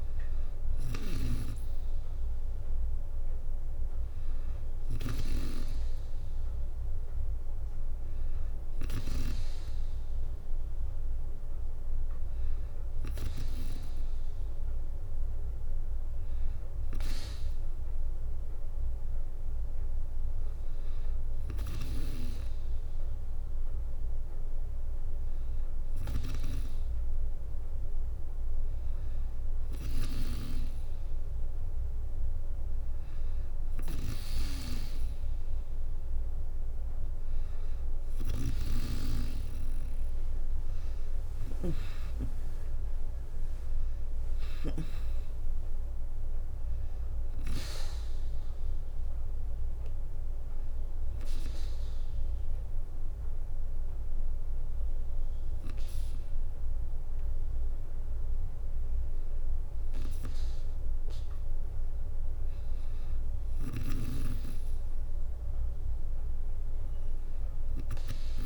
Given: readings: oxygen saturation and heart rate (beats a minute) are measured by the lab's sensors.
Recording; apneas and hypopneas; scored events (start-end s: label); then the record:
breathing in sleep by a room microphone; none
36.00-53.00 s: drop in pulse transit time (device-marked, heart rate 63 before, 63 extreme)
From the record:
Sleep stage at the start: N2 (light sleep); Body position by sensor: on the back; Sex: female